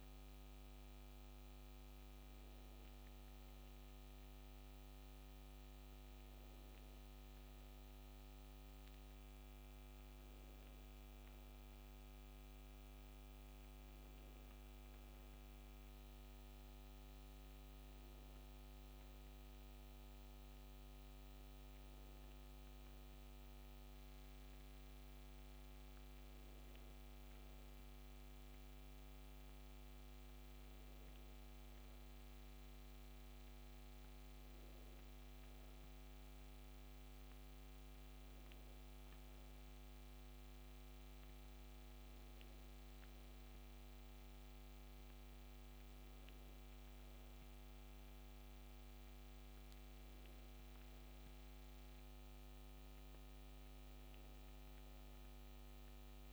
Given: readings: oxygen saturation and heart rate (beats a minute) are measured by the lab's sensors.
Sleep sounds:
breathing in sleep, hard to hear, by a microphone on the trachea; none
none scored
From the record:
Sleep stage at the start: N2 (light sleep); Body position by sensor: on the back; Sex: female

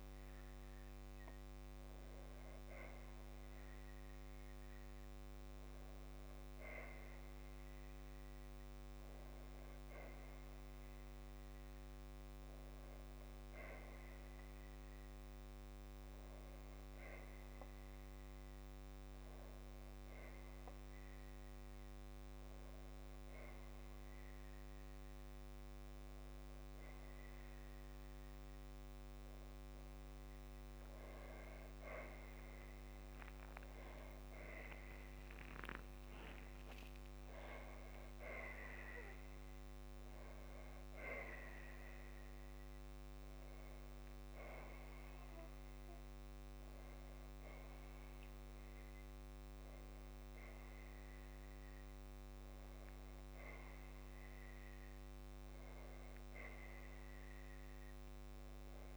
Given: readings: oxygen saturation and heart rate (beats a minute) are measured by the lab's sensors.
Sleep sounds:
a person awake in a sleep study, hard to hear, by a microphone on the trachea; none
35.00-37.00 s: long interval between heartbeats (device-marked, heart rate 59 before, 79 extreme)
From the record:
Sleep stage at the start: awake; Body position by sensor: on the back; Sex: female

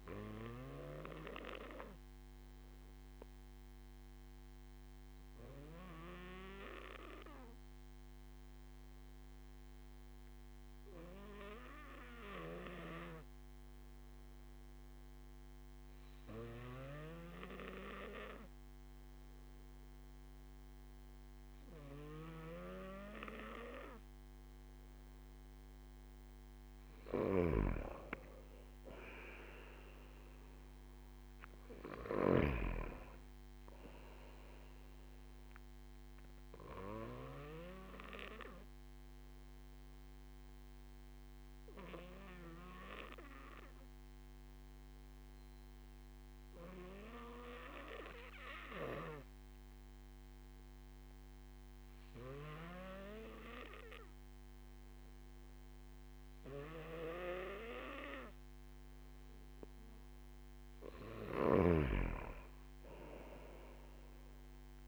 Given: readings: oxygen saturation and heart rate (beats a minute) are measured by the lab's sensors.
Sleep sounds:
breathing in sleep by a microphone on the trachea; 2
0.00-13.00 s: oxygen desaturation (device-marked, oxygen 92% lowest)
0.50-26.00 s: obstructive apnea (oxygen 96% before, 92% lowest)
27.50-33.00 s: snoring (device-marked)
28.00-32.00 s: arousal
30.00-48.00 s: oxygen desaturation (device-marked, oxygen 96% before, 92% lowest)
36.00-60.00 s: obstructive apnea (oxygen 97% before, 92% lowest)
61.00-64.88 s: arousal
From the record:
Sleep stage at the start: N2 (light sleep); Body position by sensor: on the back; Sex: male

